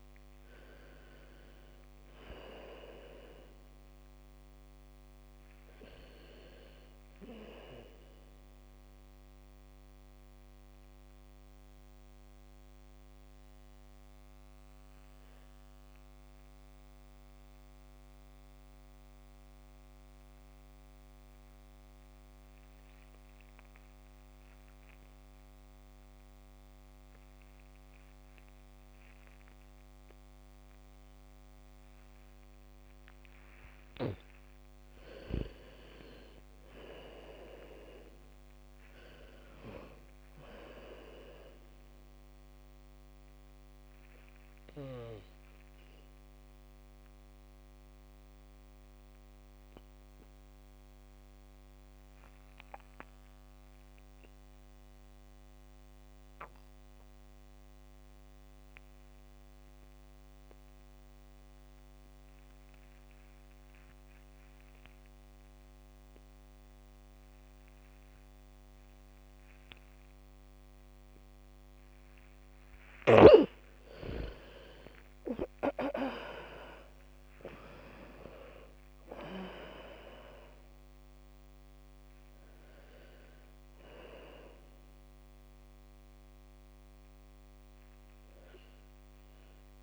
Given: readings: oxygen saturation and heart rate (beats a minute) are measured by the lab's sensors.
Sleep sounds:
breathing in sleep by a microphone on the trachea; 2
0.00-1.00 s: arousal
0.00-1.00 s: bradycardia (device-marked, heart rate 38 extreme)
0.00-21.00 s: oxygen desaturation (device-marked, oxygen 80% lowest, heart rate 39 extreme)
11.50-33.50 s: mixed apnea (oxygen 100% before, 80% lowest, heart rate 56 before, 39 extreme, up 7 after)
19.00-24.00 s: bradycardia (device-marked, heart rate 67 before, 56 extreme)
32.00-45.00 s: bradycardia (device-marked, heart rate 67 before, 39 extreme)
35.00-59.00 s: oxygen desaturation (device-marked, oxygen 99% before, 82% lowest)
35.50-40.00 s: arousal
47.00-72.50 s: obstructive apnea (oxygen 100% before, 78% lowest)
61.00-85.00 s: bradycardia (device-marked)
69.00-89.83 s: oxygen desaturation (device-marked, oxygen 100% before, 78% lowest)
75.00-79.50 s: arousal
From the record:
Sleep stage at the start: N2 (light sleep); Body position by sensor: on the back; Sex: female

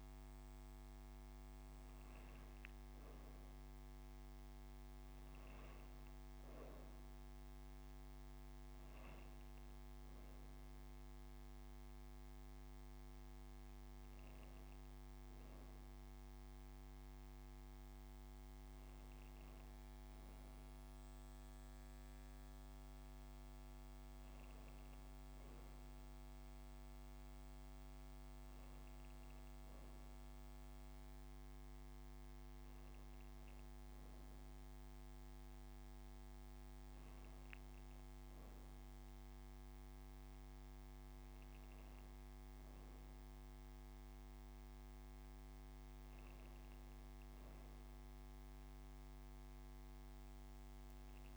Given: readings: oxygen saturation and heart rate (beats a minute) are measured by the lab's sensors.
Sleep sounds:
breathing in sleep, hard to hear, by a microphone on the trachea; none
6.50-8.50 s: long interval between heartbeats (device-marked)
10.50-12.50 s: long interval between heartbeats (device-marked)
13.50-15.50 s: long interval between heartbeats (device-marked)
17.00-19.00 s: long interval between heartbeats (device-marked, heart rate 44 before, 164 extreme)
19.50-21.50 s: long interval between heartbeats (device-marked, heart rate 69 before, 146 extreme)
28.00-30.00 s: long interval between heartbeats (device-marked, heart rate 117 before, 119 extreme)
30.50-32.50 s: long interval between heartbeats (device-marked, heart rate 132 before, 169 extreme)
32.50-34.50 s: long interval between heartbeats (device-marked, heart rate 140 before, 109 extreme)
36.00-40.00 s: arousal
41.00-43.00 s: long interval between heartbeats (device-marked, heart rate 109 before, 93 extreme)
44.00-46.00 s: long interval between heartbeats (device-marked, heart rate 105 before, 140 extreme)
49.00-51.00 s: long interval between heartbeats (device-marked, heart rate 113 before, 107 extreme)
From the record:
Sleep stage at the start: N2 (light sleep); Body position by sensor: on the right side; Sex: female

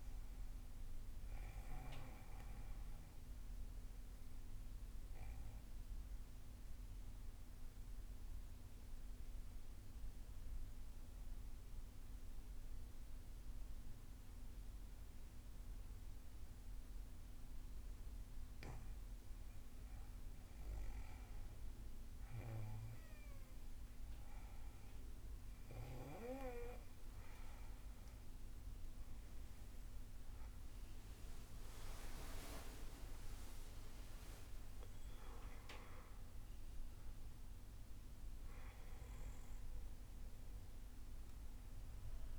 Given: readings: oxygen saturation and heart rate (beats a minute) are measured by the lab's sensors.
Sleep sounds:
breathing in sleep by a room microphone; 1
5.00-17.50 s: obstructive apnea (oxygen 98% before, 93% lowest, heart rate 63 before, 63 extreme, up 6 after)
22.50-28.00 s: arousal
28.00-42.39 s: oxygen desaturation (device-marked, oxygen 98% before, 93% lowest, heart rate 66 before, 58 extreme)
From the record:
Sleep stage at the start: N2 (light sleep); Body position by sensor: on the back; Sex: female

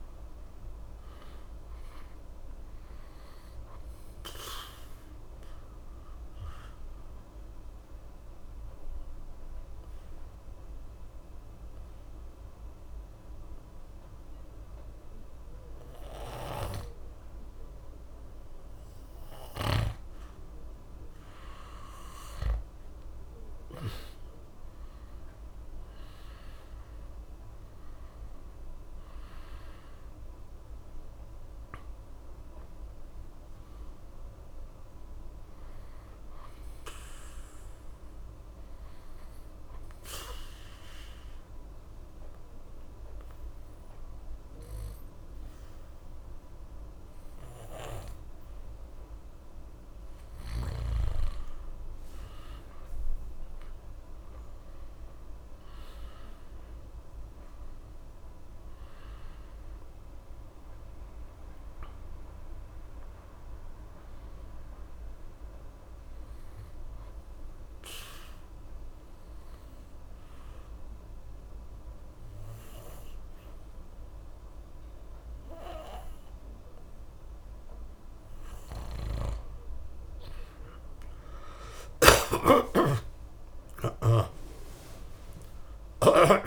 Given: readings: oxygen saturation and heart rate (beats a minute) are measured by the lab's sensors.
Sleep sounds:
breathing in sleep by a room microphone; 3
0.00-14.00 s: oxygen desaturation (device-marked, oxygen 90% lowest, heart rate 67 extreme)
5.50-22.00 s: obstructive apnea (oxygen 95% before, 87% lowest, heart rate 68 before, 65 extreme, up 2 after)
16.50-20.00 s: snoring (device-marked)
24.00-28.50 s: arousal
24.00-47.00 s: oxygen desaturation (device-marked, oxygen 95% before, 87% lowest, heart rate 69 before, 65 extreme)
37.50-52.50 s: obstructive apnea (oxygen 95% before, 88% lowest, heart rate 69 before, 65 extreme, up 24 after)
53.00-57.50 s: arousal
59.00-76.00 s: oxygen desaturation (device-marked, oxygen 96% before, 90% lowest, heart rate 76 before, 67 extreme)
65.50-79.00 s: obstructive apnea (oxygen 96% before, 90% lowest, heart rate 76 before, 67 extreme, up 32 after)
79.00-86.47 s: snoring (device-marked)
81.50-86.00 s: arousal
From the record:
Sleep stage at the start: N2 (light sleep); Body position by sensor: on the back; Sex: male

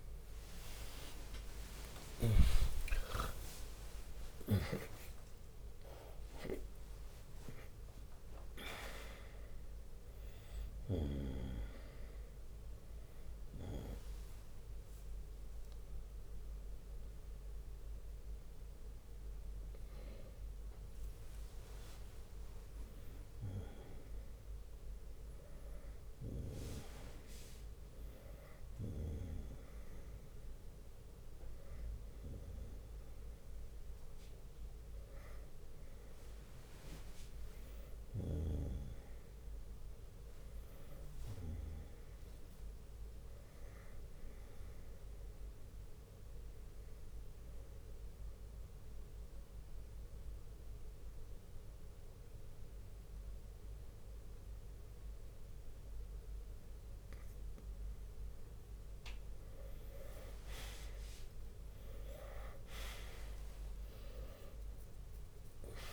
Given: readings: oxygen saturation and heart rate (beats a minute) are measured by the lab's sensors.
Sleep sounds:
breathing in sleep by a room microphone; 1
0.00-5.50 s: arousal
0.00-6.00 s: tachycardia (device-marked, heart rate 144 extreme)
0.00-10.00 s: oxygen desaturation (device-marked, oxygen 91% lowest, heart rate 64 extreme)
0.00-21.00 s: drop in pulse transit time (device-marked, heart rate 61 before, 65 extreme)
2.00-4.00 s: long interval between heartbeats (device-marked, heart rate 63 before, 110 extreme)
13.00-43.00 s: new sleep stage, N1 (lightest sleep)
21.00-31.00 s: oxygen desaturation (device-marked, oxygen 92% before, 89% lowest, heart rate 95 before, 62 extreme)
37.00-39.00 s: drop in pulse transit time (device-marked, heart rate 67 before, 65 extreme)
40.00-44.00 s: arousal
43.00-65.93 s: new sleep stage, N2 (light sleep)
47.00-58.50 s: obstructive apnea (oxygen 98% before, 91% lowest, heart rate 67 before, 61 extreme, up 9 after)
50.00-54.00 s: drop in pulse transit time (device-marked, heart rate 66 before, 63 extreme)
60.50-64.50 s: arousal
63.00-65.93 s: drop in pulse transit time (device-marked, heart rate 64 before, 66 extreme)
64.00-65.93 s: oxygen desaturation (device-marked, oxygen 96% before, 91% lowest, heart rate 64 before, 59 extreme)
From the record:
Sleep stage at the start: N2 (light sleep); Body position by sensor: on the right side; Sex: male

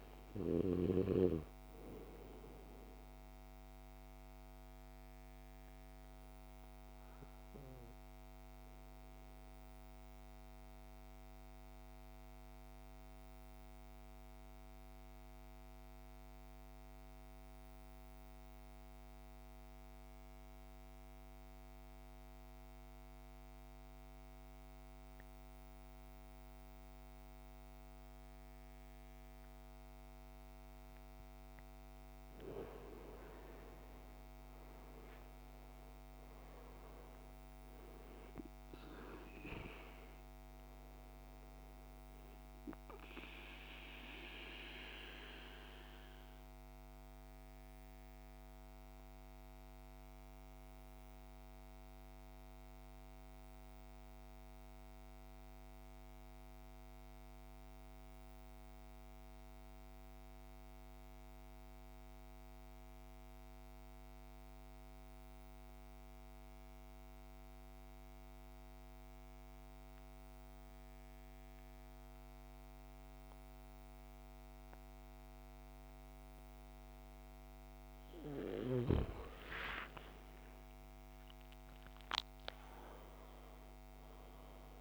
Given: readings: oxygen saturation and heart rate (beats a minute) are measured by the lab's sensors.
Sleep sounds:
breathing in sleep by a microphone on the trachea; 2
0.00-20.00 s: oxygen desaturation (device-marked, oxygen 83% lowest, heart rate 53 extreme)
2.50-31.00 s: obstructive apnea (oxygen 99% before, 82% lowest, heart rate 59 before, 52 extreme, up 11 after)
33.00-36.50 s: arousal
34.00-63.00 s: oxygen desaturation (device-marked, oxygen 98% before, 82% lowest, heart rate 55 before, 52 extreme)
44.50-77.50 s: mixed apnea (oxygen 99% before, 81% lowest, heart rate 60 before, 52 extreme, up 17 after)
72.00-84.81 s: oxygen desaturation (device-marked, oxygen 99% before, 81% lowest, heart rate 54 before, 51 extreme)
79.50-84.50 s: arousal
From the record:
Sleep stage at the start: N2 (light sleep); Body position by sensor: on the back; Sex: male

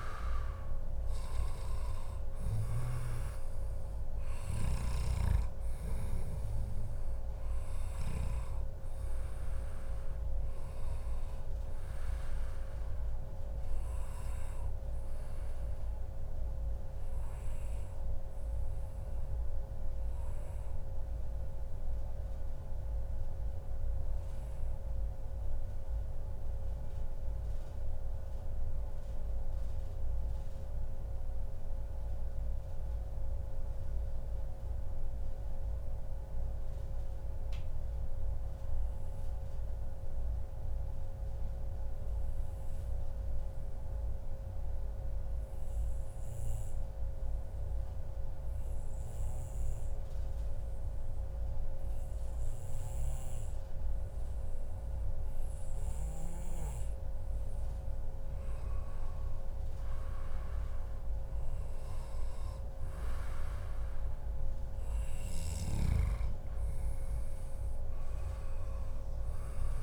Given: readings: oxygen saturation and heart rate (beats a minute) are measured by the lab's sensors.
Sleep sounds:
breathing in sleep, hard to hear, by a room microphone; 1
0.00-10.50 s: oxygen desaturation (device-marked, oxygen 94% lowest, heart rate 105 extreme)
15.00-55.00 s: obstructive apnea (oxygen 98% before, 94% lowest, heart rate 141 before, 105 extreme, up 0 after)
29.00-31.00 s: long interval between heartbeats (device-marked, heart rate 124 before, 117 extreme)
31.00-33.00 s: long interval between heartbeats (device-marked, heart rate 122 before, 117 extreme)
35.50-37.50 s: long interval between heartbeats (device-marked, heart rate 116 before, 117 extreme)
57.50-61.00 s: arousal
From the record:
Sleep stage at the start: N2 (light sleep); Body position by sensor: on the back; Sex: male

